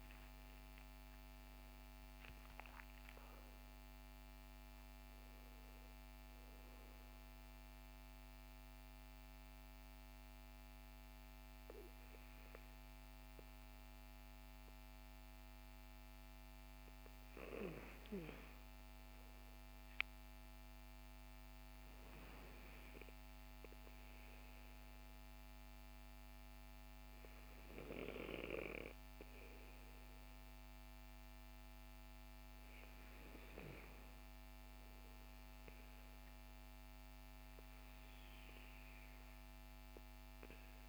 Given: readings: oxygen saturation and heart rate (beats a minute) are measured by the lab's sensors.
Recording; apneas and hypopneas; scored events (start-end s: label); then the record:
breathing in sleep by a microphone on the trachea; none
0.00-2.50 s: arousal
From the record:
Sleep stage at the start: N2 (light sleep); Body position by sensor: on the back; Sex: male